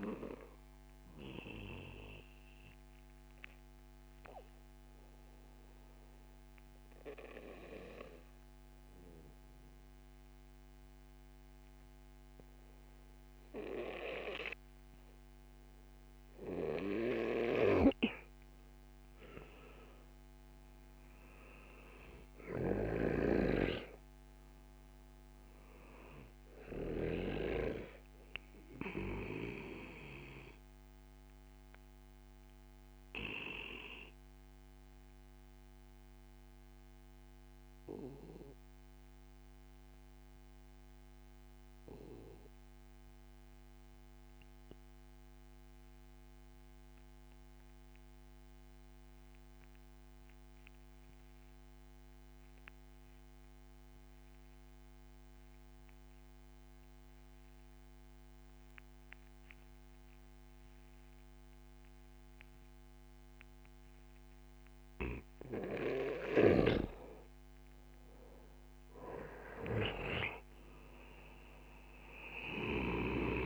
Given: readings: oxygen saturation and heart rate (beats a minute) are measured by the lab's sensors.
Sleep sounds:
breathing in sleep by a microphone on the trachea; 2
1.00-16.00 s: obstructive apnea (oxygen 98% before, 92% lowest)
5.50-73.46 s: new sleep stage, N2 (light sleep)
18.50-22.50 s: arousal
22.50-27.00 s: snoring (device-marked)
24.50-44.50 s: oxygen desaturation (device-marked, oxygen 97% before, 92% lowest)
34.50-64.00 s: obstructive apnea (oxygen 97% before, 90% lowest)
58.50-62.50 s: oxygen desaturation (device-marked, oxygen 97% before, 95% lowest)
66.00-70.00 s: arousal
From the record:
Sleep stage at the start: REM sleep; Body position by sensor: on the back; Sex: male

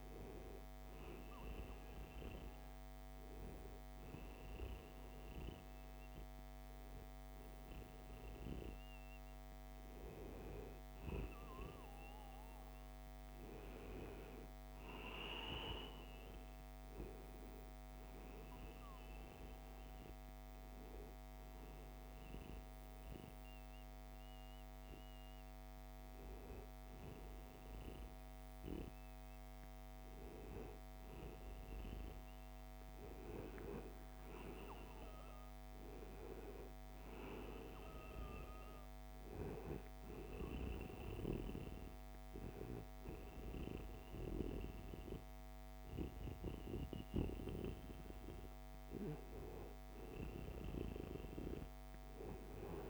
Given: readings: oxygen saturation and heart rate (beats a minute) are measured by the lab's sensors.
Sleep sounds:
breathing in sleep by a microphone on the trachea; none
1.50-13.50 s: oxygen desaturation (device-marked, oxygen 93% before, 90% lowest, heart rate 76 before, 75 extreme)
From the record:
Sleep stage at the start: N1 (lightest sleep); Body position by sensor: on the right side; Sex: male

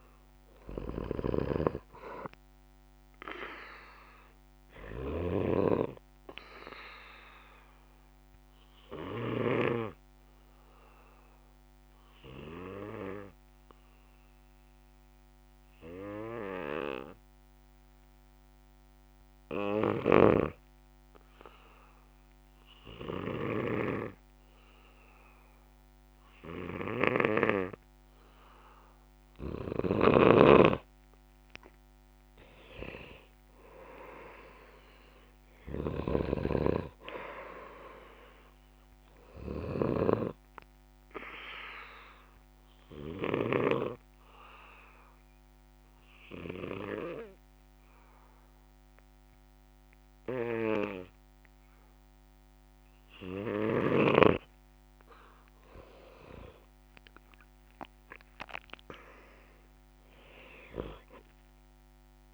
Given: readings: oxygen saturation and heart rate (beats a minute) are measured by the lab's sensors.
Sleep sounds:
breathing in sleep by a microphone on the trachea; 2
0.00-15.00 s: oxygen desaturation (device-marked, oxygen 90% lowest, heart rate 61 extreme)
6.50-29.50 s: obstructive apnea (oxygen 97% before, 91% lowest, heart rate 66 before, 63 extreme, up 6 after)
29.00-54.00 s: oxygen desaturation (device-marked, oxygen 97% before, 91% lowest, heart rate 65 before, 60 extreme)
30.00-40.50 s: snoring (device-marked)
32.50-36.00 s: arousal
43.00-54.50 s: obstructive apnea (oxygen 97% before, 90% lowest, heart rate 67 before, 60 extreme, up 13 after)
56.50-60.50 s: arousal
From the record:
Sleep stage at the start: N2 (light sleep); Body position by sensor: on the back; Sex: male

